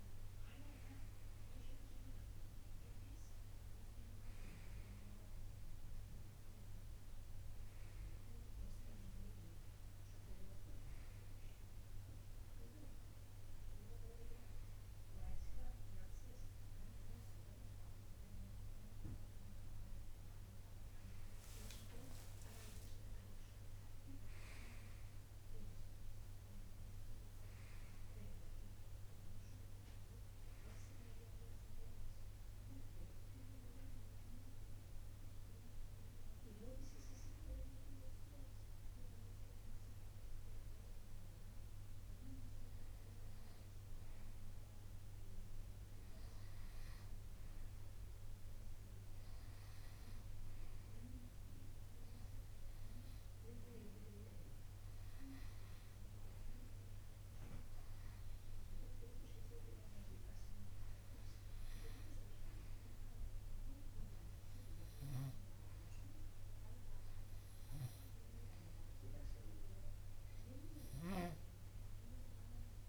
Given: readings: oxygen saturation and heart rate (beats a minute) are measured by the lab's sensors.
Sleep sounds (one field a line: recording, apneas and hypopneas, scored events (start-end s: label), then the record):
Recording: breathing in sleep by a room microphone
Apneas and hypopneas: none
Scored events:
23.00-28.00 s: arousal
From the record:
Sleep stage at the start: N2 (light sleep)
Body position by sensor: on the right side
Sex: male